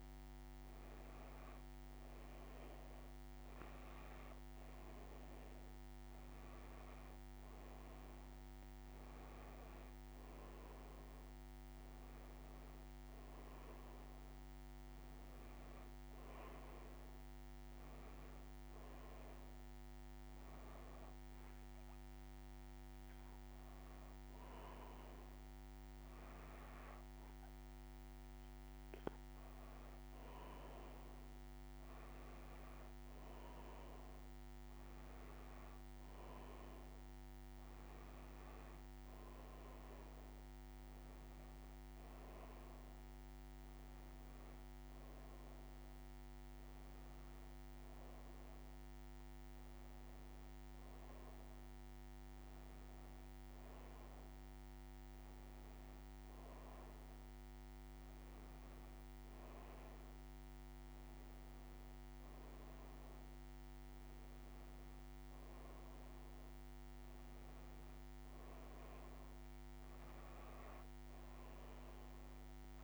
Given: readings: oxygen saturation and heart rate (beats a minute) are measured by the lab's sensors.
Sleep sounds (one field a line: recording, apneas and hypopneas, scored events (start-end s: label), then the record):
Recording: breathing in sleep, hard to hear, by a microphone on the trachea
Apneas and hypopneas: none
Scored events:
none scored
From the record:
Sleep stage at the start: N2 (light sleep)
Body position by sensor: on the back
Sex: female